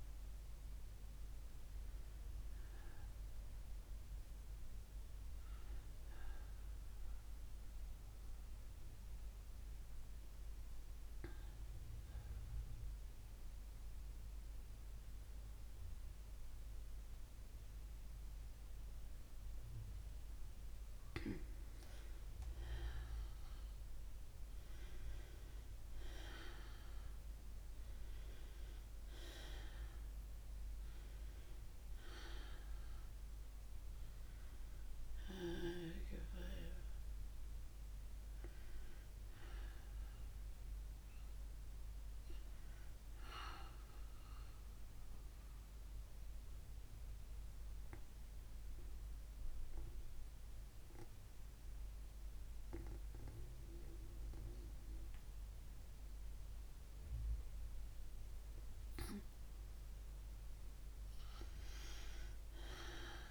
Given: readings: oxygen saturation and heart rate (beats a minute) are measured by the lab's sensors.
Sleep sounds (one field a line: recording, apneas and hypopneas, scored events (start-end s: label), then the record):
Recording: breathing in sleep by a room microphone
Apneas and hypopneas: 2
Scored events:
0.00-16.00 s: oxygen desaturation (device-marked, oxygen 93% lowest)
3.50-21.00 s: mixed apnea (oxygen 98% before, 91% lowest, heart rate 50 before, 54 extreme, up 10 after)
23.00-26.50 s: arousal
30.00-57.00 s: oxygen desaturation (device-marked, oxygen 97% before, 91% lowest, heart rate 58 before, 55 extreme)
45.00-57.50 s: mixed apnea (oxygen 97% before, 90% lowest, heart rate 58 before, 55 extreme, up 3 after)
60.50-63.31 s: arousal
From the record:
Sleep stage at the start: N2 (light sleep)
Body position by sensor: on the back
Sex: female